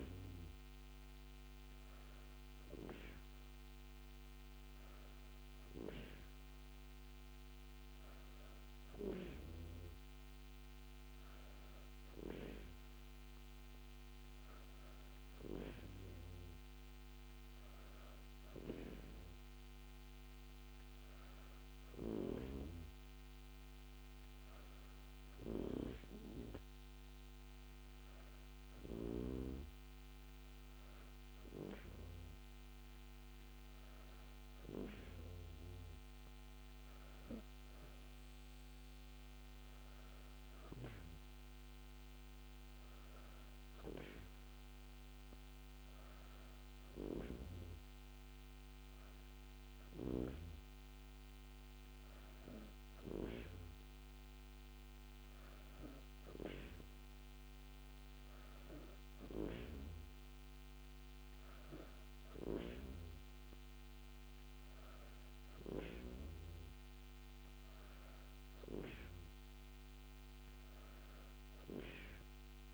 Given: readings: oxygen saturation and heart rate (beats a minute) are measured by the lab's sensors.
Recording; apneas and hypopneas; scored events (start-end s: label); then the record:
breathing in sleep by a microphone on the trachea; none
none scored
From the record:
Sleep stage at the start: N2 (light sleep); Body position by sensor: on the back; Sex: female